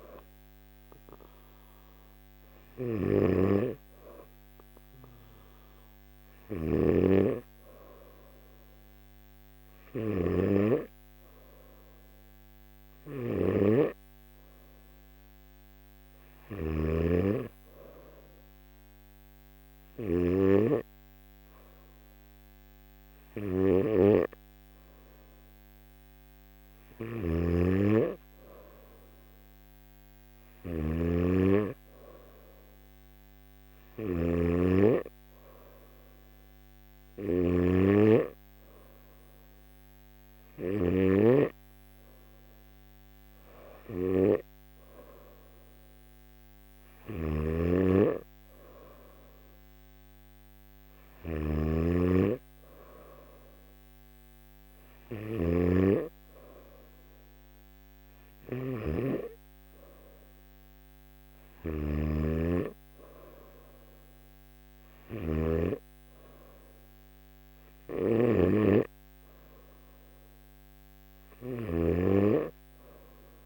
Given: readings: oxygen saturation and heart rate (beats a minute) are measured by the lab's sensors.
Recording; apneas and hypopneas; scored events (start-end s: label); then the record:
breathing in sleep by a microphone on the trachea; none
6.00-16.50 s: snoring (device-marked)
26.50-73.46 s: snoring (device-marked)
From the record:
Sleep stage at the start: N2 (light sleep); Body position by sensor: on the back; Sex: male